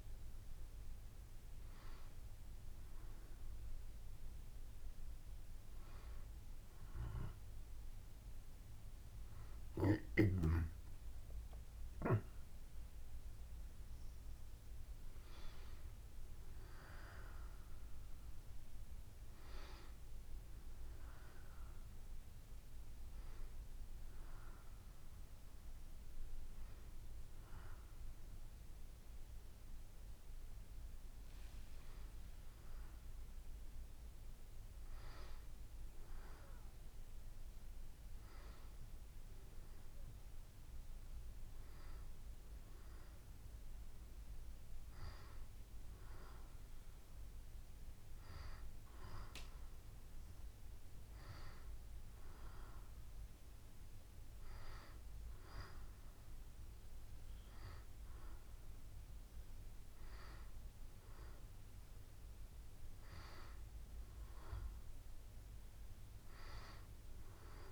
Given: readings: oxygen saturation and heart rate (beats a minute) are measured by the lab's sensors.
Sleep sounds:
breathing in sleep by a room microphone; none
33.00-38.00 s: arousal
From the record:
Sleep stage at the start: N2 (light sleep); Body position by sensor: on the back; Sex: female

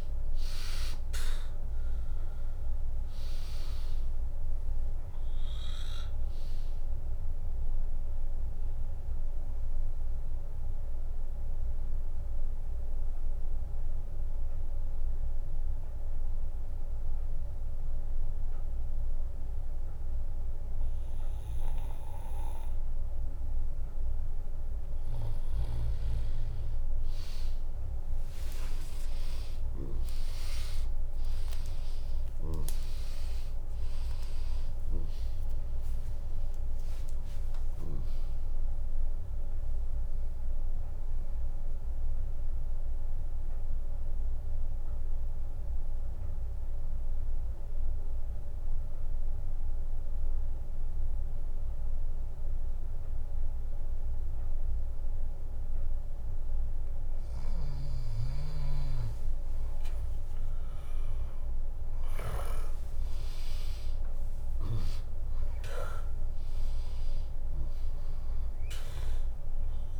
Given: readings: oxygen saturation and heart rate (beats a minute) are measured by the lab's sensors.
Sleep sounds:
breathing in sleep by a room microphone; 2
0.00-2.00 s: arousal
0.50-21.50 s: oxygen desaturation (device-marked, oxygen 99% before, 96% lowest, heart rate 73 before, 57 extreme)
1.50-16.50 s: drop in pulse transit time (device-marked, heart rate 73 before, 67 extreme)
8.00-23.50 s: obstructive apnea (oxygen 100% before, 96% lowest, heart rate 70 before, 57 extreme, up 10 after)
19.50-25.50 s: bradycardia (device-marked, heart rate 75 before, 57 extreme)
28.00-34.00 s: arousal
30.50-42.50 s: drop in pulse transit time (device-marked, heart rate 71 before, 69 extreme)
40.50-57.00 s: obstructive apnea (oxygen 100% before, 96% lowest, heart rate 73 before, 60 extreme, up 1 after)
60.00-65.00 s: arousal
64.50-70.00 s: drop in pulse transit time (device-marked, heart rate 62 before, 62 extreme)
66.50-70.00 s: oxygen desaturation (device-marked, oxygen 100% before, 96% lowest, heart rate 62 before, 57 extreme)
From the record:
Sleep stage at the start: N2 (light sleep); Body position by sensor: on the back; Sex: female

